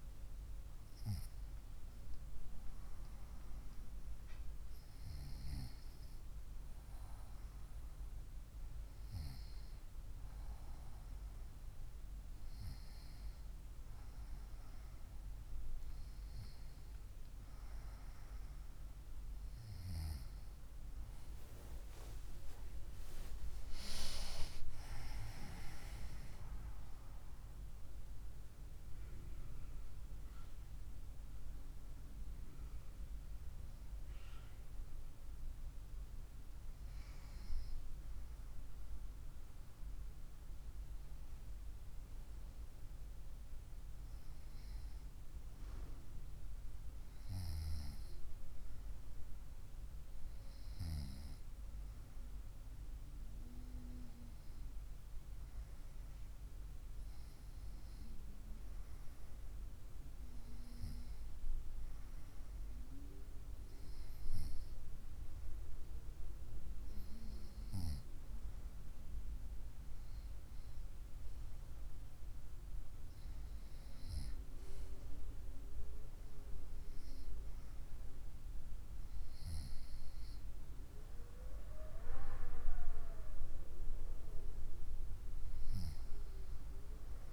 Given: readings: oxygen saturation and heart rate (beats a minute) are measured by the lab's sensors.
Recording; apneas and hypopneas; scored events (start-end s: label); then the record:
a person awake in a sleep study, by a room microphone; none
none scored
From the record:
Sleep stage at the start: awake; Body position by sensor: on the right side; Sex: female